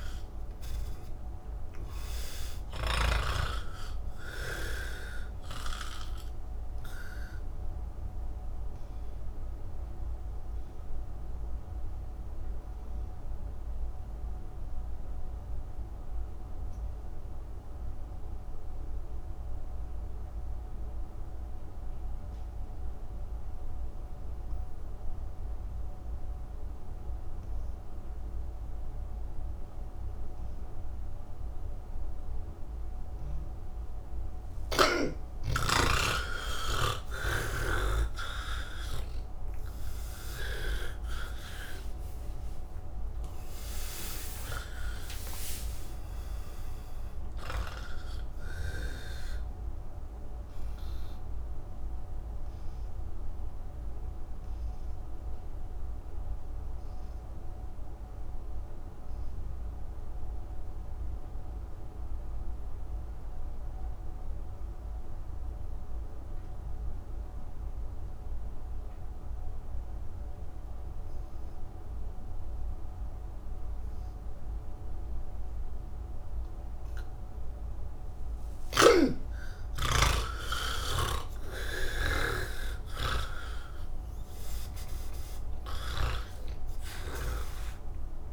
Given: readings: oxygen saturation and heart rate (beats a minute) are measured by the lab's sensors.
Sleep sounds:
breathing in sleep by a room microphone; 2
0.00-3.50 s: snoring (device-marked)
0.00-20.50 s: oxygen desaturation (device-marked, oxygen 79% lowest, heart rate 46 extreme)
7.50-35.00 s: obstructive apnea (oxygen 98% before, 77% lowest, heart rate 94 before, 46 extreme)
26.50-63.50 s: oxygen desaturation (device-marked, oxygen 98% before, 77% lowest, heart rate 79 before, 66 extreme)
37.50-41.00 s: snoring (device-marked)
51.00-79.00 s: obstructive apnea (oxygen 98% before, 77% lowest, heart rate 126 before, 55 extreme, up 49 after)
75.50-88.33 s: oxygen desaturation (device-marked, oxygen 99% before, 80% lowest, heart rate 129 before, 26 extreme)
79.00-82.50 s: snoring (device-marked)
From the record:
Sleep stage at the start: N2 (light sleep); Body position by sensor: on the back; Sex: male

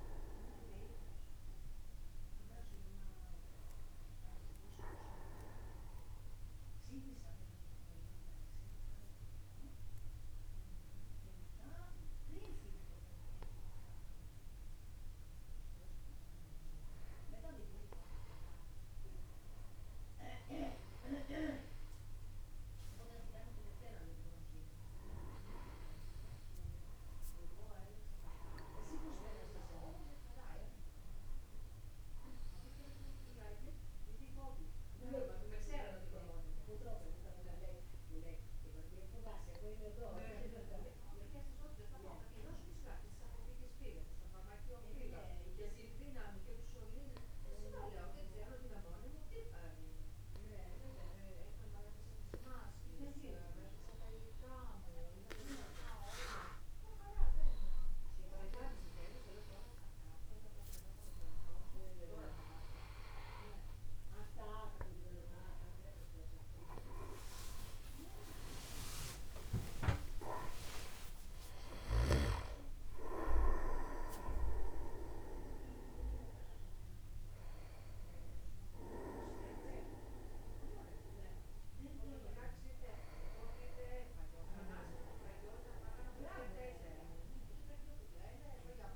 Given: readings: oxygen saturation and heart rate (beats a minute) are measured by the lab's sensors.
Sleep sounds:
breathing in sleep by a room microphone; 2
6.00-17.50 s: hypopnea (oxygen 97% before, 94% lowest, heart rate 55 before, 53 extreme, up 0 after)
20.50-25.50 s: arousal
34.00-50.00 s: obstructive apnea (oxygen 97% before, 94% lowest, heart rate 53 before, 54 extreme, up 0 after)
67.50-88.96 s: new sleep stage, awake
68.00-70.00 s: long interval between heartbeats (device-marked, heart rate 55 before, 72 extreme)
70.00-72.00 s: long interval between heartbeats (device-marked, heart rate 57 before, 104 extreme)
72.00-74.00 s: long interval between heartbeats (device-marked, heart rate 63 before, 140 extreme)
From the record:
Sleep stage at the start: N1 (lightest sleep); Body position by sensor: upright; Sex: male

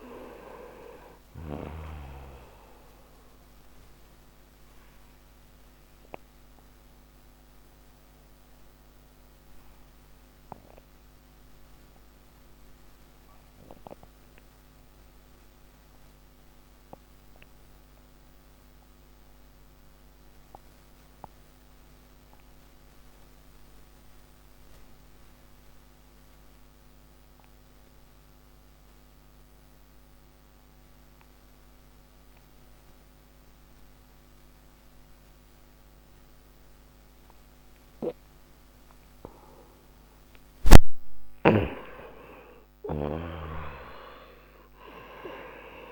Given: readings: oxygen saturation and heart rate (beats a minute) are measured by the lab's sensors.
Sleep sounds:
breathing in sleep by a microphone on the trachea; 1
0.00-20.50 s: oxygen desaturation (device-marked, oxygen 85% lowest, heart rate 58 extreme)
5.50-39.50 s: central apnea (oxygen 98% before, 85% lowest, heart rate 80 before, 58 extreme, up 27 after)
40.50-45.92 s: snoring (device-marked)
42.00-45.92 s: arousal
From the record:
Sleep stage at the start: N2 (light sleep); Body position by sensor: on the right side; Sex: male

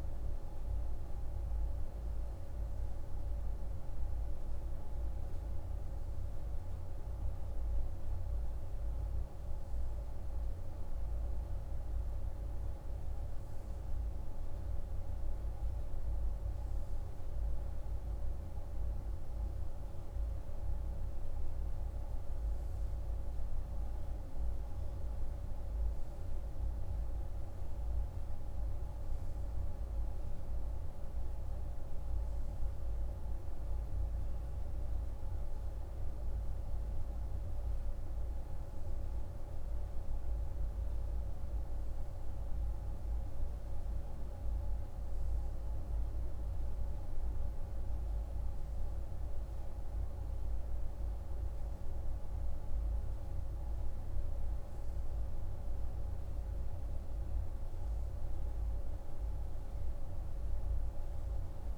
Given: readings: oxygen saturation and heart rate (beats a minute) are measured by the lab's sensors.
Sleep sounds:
breathing in sleep, hard to hear, by a room microphone; none
none scored
From the record:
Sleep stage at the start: N2 (light sleep); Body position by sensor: on the right side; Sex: male

